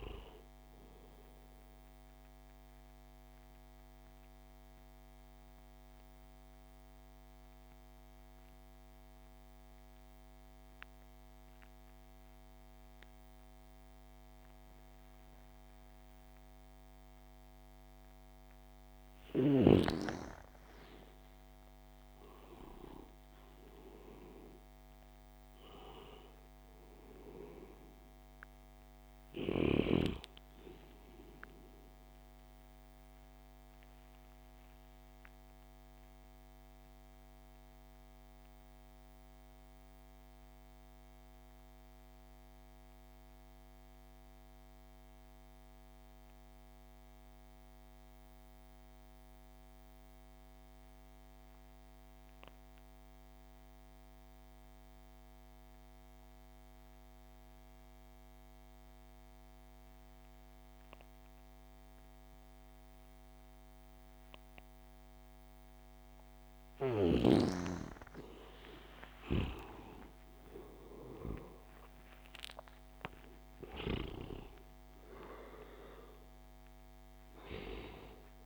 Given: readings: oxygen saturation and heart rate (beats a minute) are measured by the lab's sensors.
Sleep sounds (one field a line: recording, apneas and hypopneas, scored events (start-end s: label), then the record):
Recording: breathing in sleep by a microphone on the trachea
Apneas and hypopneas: 2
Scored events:
0.00-14.50 s: oxygen desaturation (device-marked, oxygen 67% lowest)
2.00-19.00 s: mixed apnea (oxygen 91% before, 67% lowest)
20.00-23.00 s: arousal
24.50-42.50 s: oxygen desaturation (device-marked, oxygen 98% before, 87% lowest)
34.50-65.50 s: mixed apnea (oxygen 98% before, 78% lowest)
55.50-78.46 s: oxygen desaturation (device-marked, oxygen 98% before, 78% lowest)
67.00-71.50 s: arousal
From the record:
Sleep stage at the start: REM sleep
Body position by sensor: on the back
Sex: male